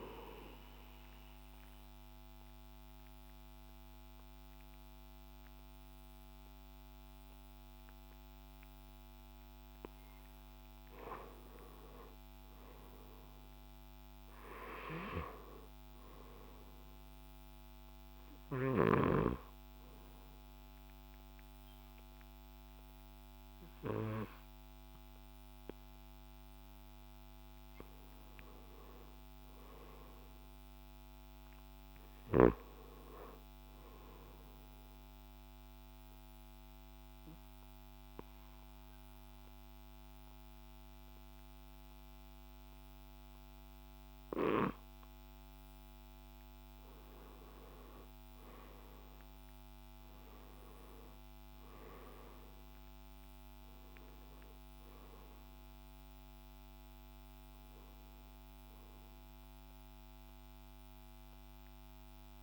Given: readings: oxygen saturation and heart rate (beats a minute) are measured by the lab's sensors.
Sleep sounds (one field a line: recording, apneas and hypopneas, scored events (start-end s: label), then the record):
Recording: breathing in sleep by a microphone on the trachea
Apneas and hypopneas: 3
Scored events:
0.50-10.50 s: obstructive apnea (oxygen 95% before, 87% lowest)
2.50-9.50 s: drop in pulse transit time (device-marked)
12.50-16.00 s: arousal
17.50-62.43 s: new sleep stage, N2 (light sleep)
18.00-28.00 s: obstructive apnea (oxygen 95% before, 87% lowest)
20.50-35.50 s: oxygen desaturation (device-marked, oxygen 93% before, 87% lowest)
29.00-32.50 s: arousal
36.00-46.00 s: obstructive apnea (oxygen 94% before, 88% lowest)
42.50-50.50 s: oxygen desaturation (device-marked, oxygen 95% before, 89% lowest)
47.50-53.00 s: arousal
48.50-51.50 s: drop in pulse transit time (device-marked)
55.50-62.43 s: oxygen desaturation (device-marked, oxygen 95% before, 88% lowest)
From the record:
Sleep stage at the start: N1 (lightest sleep)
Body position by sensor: on the left side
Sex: male